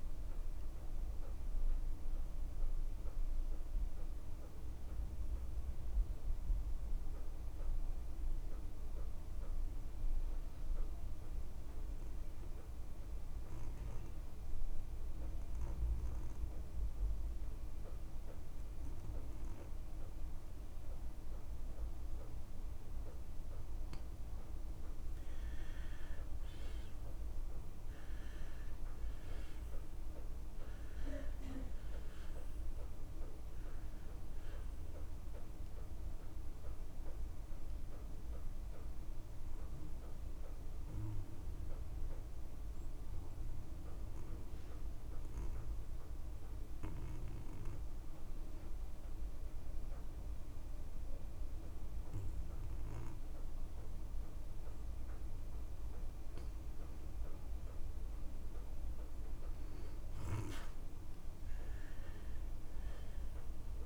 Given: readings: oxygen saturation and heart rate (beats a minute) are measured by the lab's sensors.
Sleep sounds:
breathing in sleep, hard to hear, by a room microphone; 2
0.00-24.00 s: oxygen desaturation (device-marked, oxygen 86% lowest)
3.50-25.00 s: mixed apnea (oxygen 97% before, 86% lowest)
5.00-7.00 s: long interval between heartbeats (device-marked)
23.00-25.00 s: long interval between heartbeats (device-marked)
27.50-32.00 s: arousal
39.00-60.00 s: oxygen desaturation (device-marked, oxygen 97% before, 87% lowest)
39.50-57.00 s: hypopnea (oxygen 97% before, 87% lowest)
42.00-44.00 s: long interval between heartbeats (device-marked)
56.00-58.00 s: long interval between heartbeats (device-marked)
From the record:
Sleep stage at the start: N2 (light sleep); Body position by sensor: on the back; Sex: male

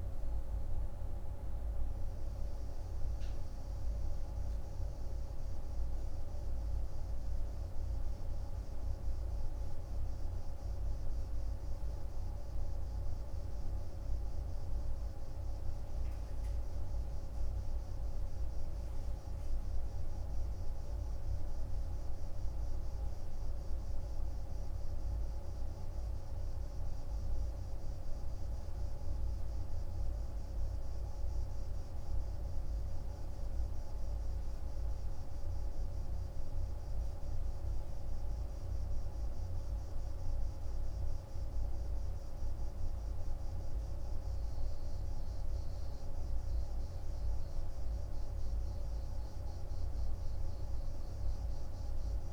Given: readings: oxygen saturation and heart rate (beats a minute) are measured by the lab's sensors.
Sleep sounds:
a person partly awake in a sleep study, hard to hear, by a room microphone; none
4.00-52.33 s: new sleep stage, N2 (light sleep)
From the record:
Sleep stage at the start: awake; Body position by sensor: on the right side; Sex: male

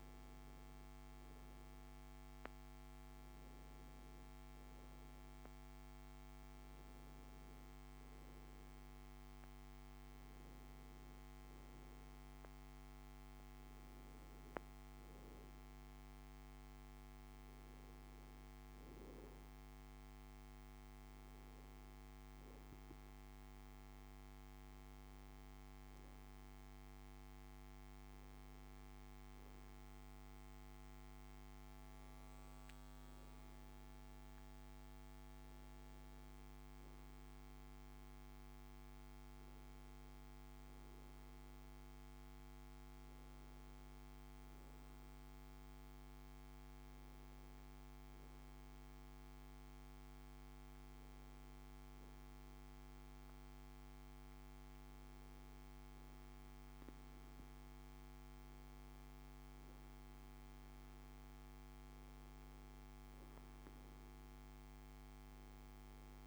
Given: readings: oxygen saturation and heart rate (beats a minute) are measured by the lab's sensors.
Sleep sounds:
breathing in sleep, hard to hear, by a microphone on the trachea; none
none scored
From the record:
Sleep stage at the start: N2 (light sleep); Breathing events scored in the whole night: 132 in 5.7 hours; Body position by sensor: on the back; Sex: male

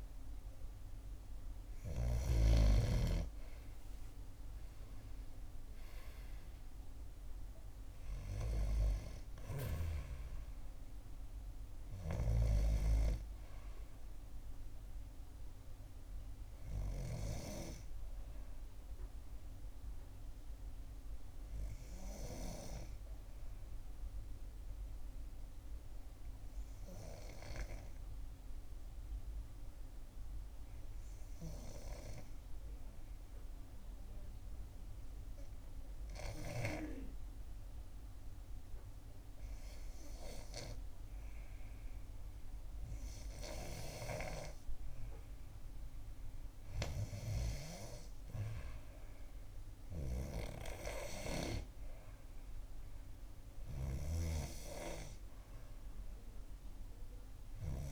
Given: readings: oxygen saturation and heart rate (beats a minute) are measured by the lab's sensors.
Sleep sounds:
breathing in sleep by a room microphone; 1
0.00-25.00 s: oxygen desaturation (device-marked, oxygen 92% lowest, heart rate 60 extreme)
22.50-39.00 s: obstructive apnea (oxygen 95% before, 91% lowest, heart rate 65 before, 61 extreme, up 7 after)
41.00-57.91 s: oxygen desaturation (device-marked, oxygen 96% before, 91% lowest, heart rate 62 before, 62 extreme)
42.00-46.00 s: arousal
From the record:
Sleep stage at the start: N2 (light sleep); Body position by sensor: on the back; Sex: female

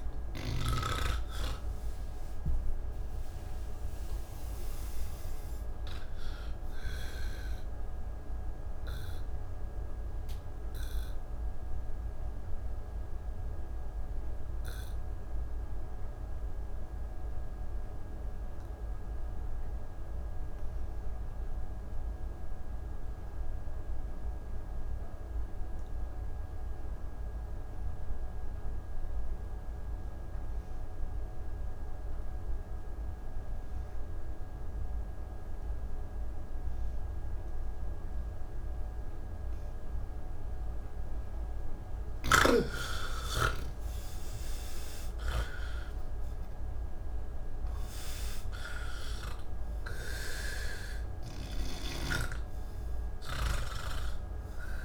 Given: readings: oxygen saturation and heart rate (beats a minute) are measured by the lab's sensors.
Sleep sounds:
breathing in sleep by a room microphone; 1
0.00-18.50 s: oxygen desaturation (device-marked, oxygen 79% lowest)
7.50-40.00 s: obstructive apnea (oxygen 96% before, 77% lowest)
30.50-54.85 s: oxygen desaturation (device-marked, oxygen 98% before, 77% lowest, heart rate 87 before, 34 extreme)
From the record:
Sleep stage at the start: N3 (deep sleep); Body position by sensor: on the back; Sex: male

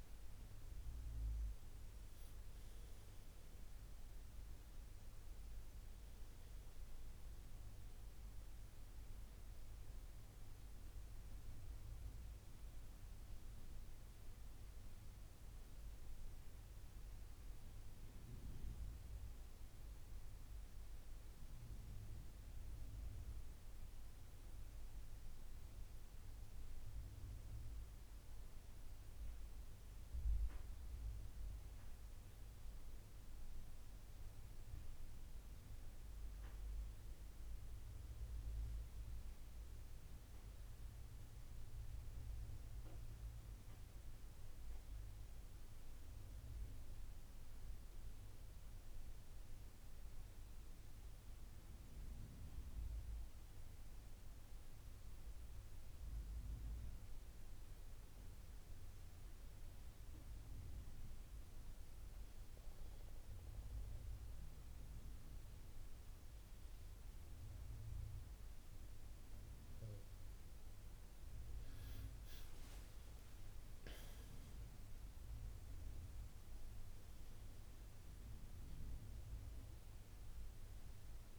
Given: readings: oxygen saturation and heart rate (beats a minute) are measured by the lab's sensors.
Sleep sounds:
breathing in sleep, hard to hear, by a room microphone; 1
0.00-18.50 s: oxygen desaturation (device-marked, oxygen 91% lowest, heart rate 71 extreme)
60.00-71.00 s: obstructive apnea (oxygen 97% before, 93% lowest, heart rate 74 before, 69 extreme, up 11 after)
72.50-76.00 s: arousal
From the record:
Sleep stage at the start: N2 (light sleep); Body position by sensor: on the right side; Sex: male

